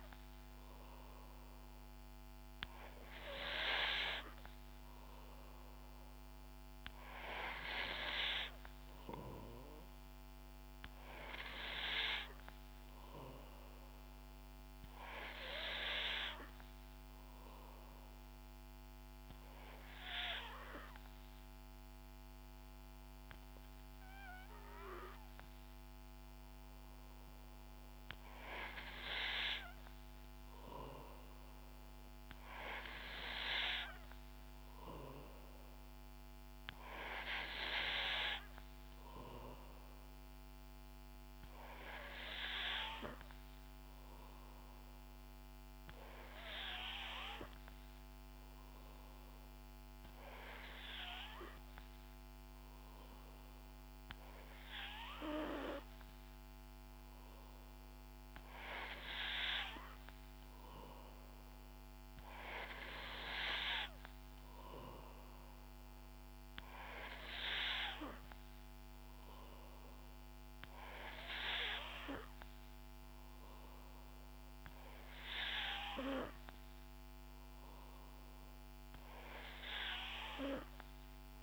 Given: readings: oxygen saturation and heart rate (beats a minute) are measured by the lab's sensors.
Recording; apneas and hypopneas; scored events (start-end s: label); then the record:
breathing in sleep by a microphone on the trachea; 2
17.00-28.50 s: obstructive apnea (oxygen 92% before, 89% lowest, heart rate 66 before, 63 extreme, up 3 after)
32.00-35.00 s: arousal
43.50-56.50 s: hypopnea (oxygen 92% before, 89% lowest, heart rate 65 before, 63 extreme, up 4 after)
60.50-64.00 s: arousal
From the record:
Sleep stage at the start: N3 (deep sleep); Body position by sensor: on the back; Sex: female